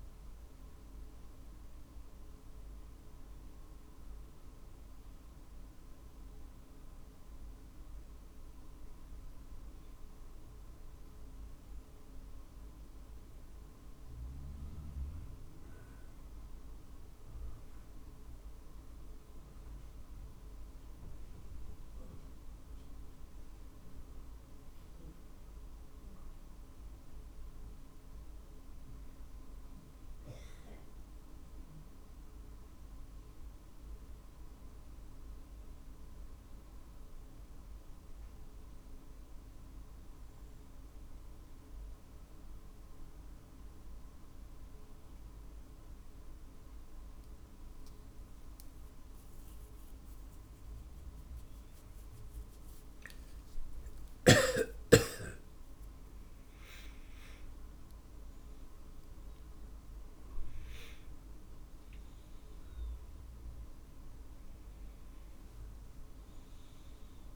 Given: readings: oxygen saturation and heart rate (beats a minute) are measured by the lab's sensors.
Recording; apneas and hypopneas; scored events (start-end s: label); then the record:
a person partly awake in a sleep study, hard to hear, by a room microphone; none
50.00-67.36 s: drop in pulse transit time (device-marked, heart rate 51 before, 52 extreme)
50.00-67.36 s: new sleep stage, awake
From the record:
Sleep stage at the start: N1 (lightest sleep); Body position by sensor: on the right side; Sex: male